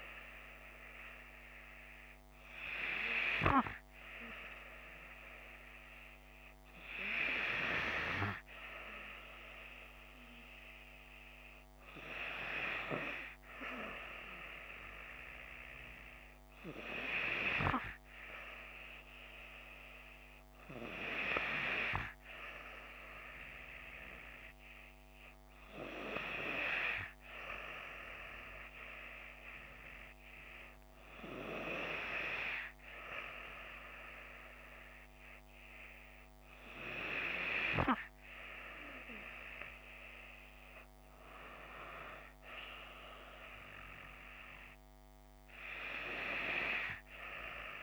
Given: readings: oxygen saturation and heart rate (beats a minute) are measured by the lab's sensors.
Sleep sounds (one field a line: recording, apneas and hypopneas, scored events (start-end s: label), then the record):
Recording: breathing in sleep by a microphone on the trachea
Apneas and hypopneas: none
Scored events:
none scored
From the record:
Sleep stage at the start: N2 (light sleep)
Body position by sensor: on the left side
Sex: female